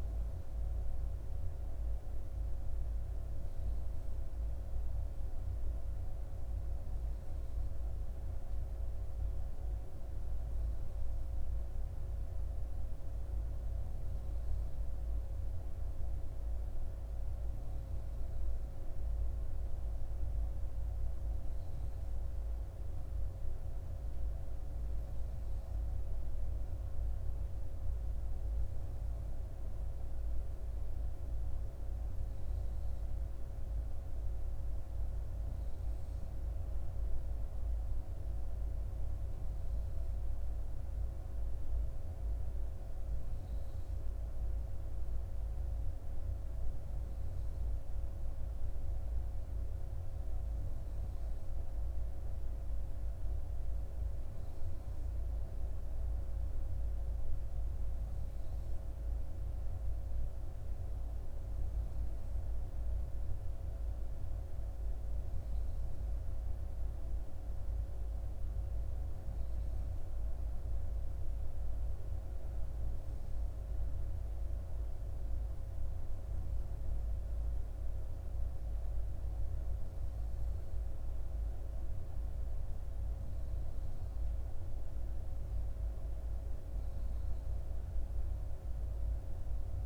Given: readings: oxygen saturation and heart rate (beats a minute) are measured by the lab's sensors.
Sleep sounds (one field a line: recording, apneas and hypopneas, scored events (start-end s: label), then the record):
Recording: breathing in sleep, hard to hear, by a room microphone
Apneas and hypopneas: none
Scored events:
none scored
From the record:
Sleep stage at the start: N3 (deep sleep)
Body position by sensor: on the back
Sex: female